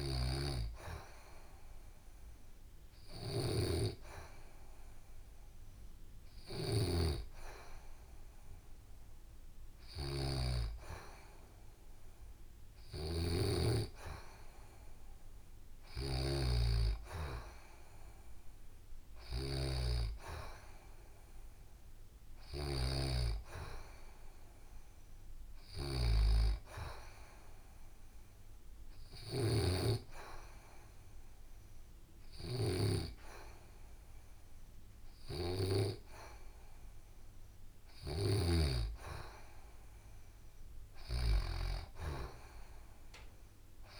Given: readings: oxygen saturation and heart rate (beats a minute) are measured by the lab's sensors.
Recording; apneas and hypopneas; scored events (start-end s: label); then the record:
breathing in sleep by a room microphone; 1
0.00-14.00 s: oxygen desaturation (device-marked, oxygen 89% lowest, heart rate 66 extreme)
0.00-44.00 s: snoring (device-marked)
19.50-23.00 s: arousal
26.50-38.00 s: hypopnea (oxygen 93% before, 89% lowest, heart rate 69 before, 68 extreme, up 3 after)
42.00-44.00 s: arousal
From the record:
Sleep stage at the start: N2 (light sleep); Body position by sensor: on the back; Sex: female